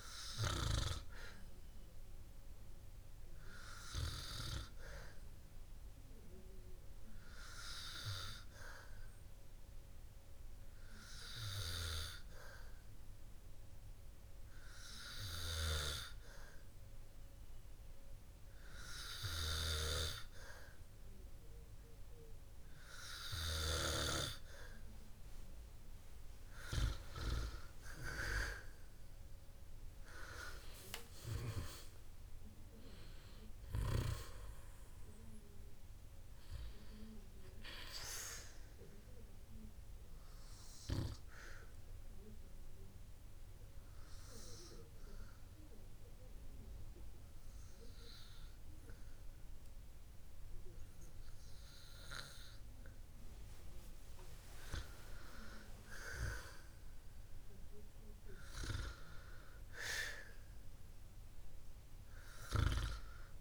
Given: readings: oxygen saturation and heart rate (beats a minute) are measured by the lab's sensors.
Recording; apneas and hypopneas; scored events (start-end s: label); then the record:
breathing in sleep by a room microphone; 2
2.50-26.50 s: obstructive apnea (oxygen 97% before, 94% lowest, heart rate 60 before, 53 extreme, up 13 after)
29.00-33.50 s: arousal
39.50-53.00 s: obstructive apnea (oxygen 97% before, 94% lowest, heart rate 64 before, 53 extreme, up 12 after)
55.50-59.00 s: arousal
From the record:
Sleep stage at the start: N2 (light sleep); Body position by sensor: on the back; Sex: male